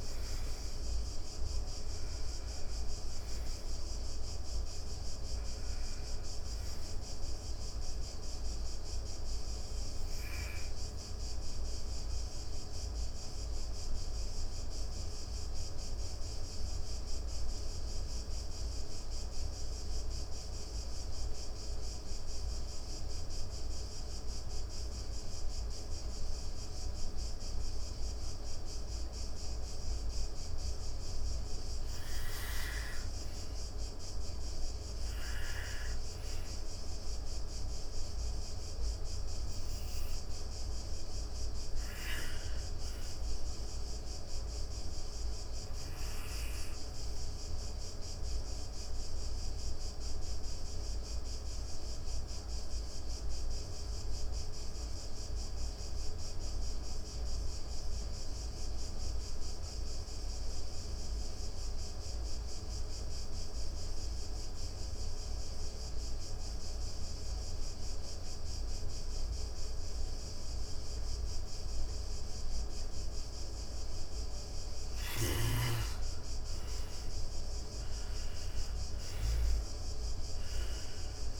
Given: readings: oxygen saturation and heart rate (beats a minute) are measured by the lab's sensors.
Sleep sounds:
breathing in sleep, hard to hear, by a room microphone; 2
0.00-16.50 s: oxygen desaturation (device-marked, oxygen 84% lowest)
10.00-30.50 s: obstructive apnea (oxygen 98% before, 83% lowest)
32.50-36.00 s: arousal
36.50-50.50 s: oxygen desaturation (device-marked, oxygen 98% before, 92% lowest)
46.50-72.00 s: obstructive apnea (oxygen 99% before, 83% lowest)
68.50-81.40 s: oxygen desaturation (device-marked, oxygen 97% before, 83% lowest)
73.50-78.50 s: arousal
From the record:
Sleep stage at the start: N2 (light sleep); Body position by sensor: on the back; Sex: female

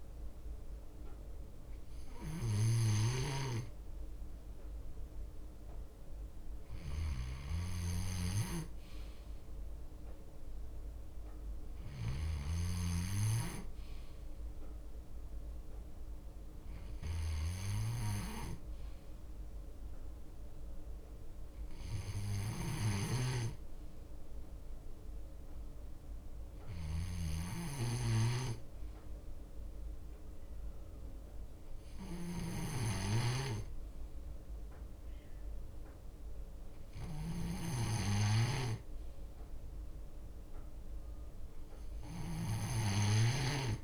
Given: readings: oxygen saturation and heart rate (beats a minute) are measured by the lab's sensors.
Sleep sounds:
breathing in sleep by a room microphone; none
0.00-3.50 s: snoring (device-marked)
27.00-33.50 s: snoring (device-marked)
27.50-34.50 s: bradycardia (device-marked, heart rate 60 before, 59 extreme)
From the record:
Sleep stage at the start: N2 (light sleep); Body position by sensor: on the left side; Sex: male

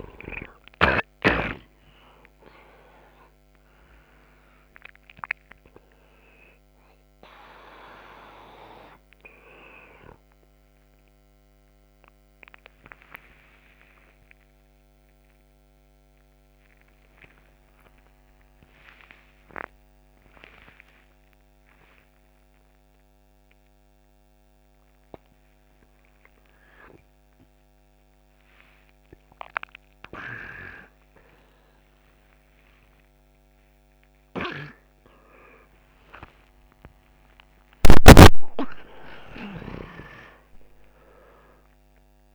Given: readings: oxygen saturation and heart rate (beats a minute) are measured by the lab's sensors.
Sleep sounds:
a person awake in a sleep study, by a microphone on the trachea; none
0.00-9.50 s: oxygen desaturation (device-marked, oxygen 94% lowest, heart rate 61 extreme)
From the record:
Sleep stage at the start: awake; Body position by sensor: upright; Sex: male

